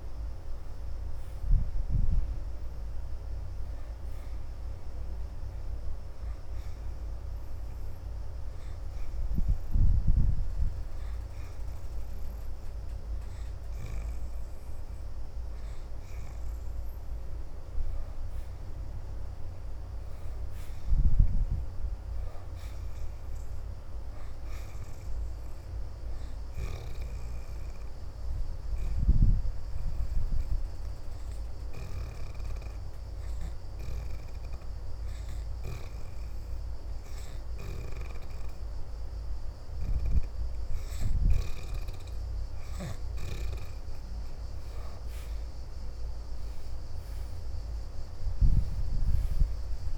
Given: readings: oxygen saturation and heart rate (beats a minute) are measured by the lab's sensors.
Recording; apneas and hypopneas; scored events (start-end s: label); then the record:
breathing in sleep by a room microphone; 2
0.00-17.00 s: oxygen desaturation (device-marked, oxygen 60% lowest, heart rate 74 extreme)
6.00-17.50 s: hypopnea (oxygen 79% before, 60% lowest, heart rate 82 before, 76 extreme, up 5 after)
19.50-23.00 s: arousal
26.50-40.50 s: hypopnea (oxygen 84% before, 65% lowest, heart rate 77 before, 79 extreme, up 6 after)
27.00-41.00 s: oxygen desaturation (device-marked, oxygen 84% before, 70% lowest, heart rate 77 before, 79 extreme)
45.00-49.98 s: arousal
46.00-49.98 s: oxygen desaturation (device-marked, oxygen 78% before, 65% lowest, heart rate 81 before, 78 extreme)
From the record:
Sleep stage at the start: N2 (light sleep); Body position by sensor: upright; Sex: female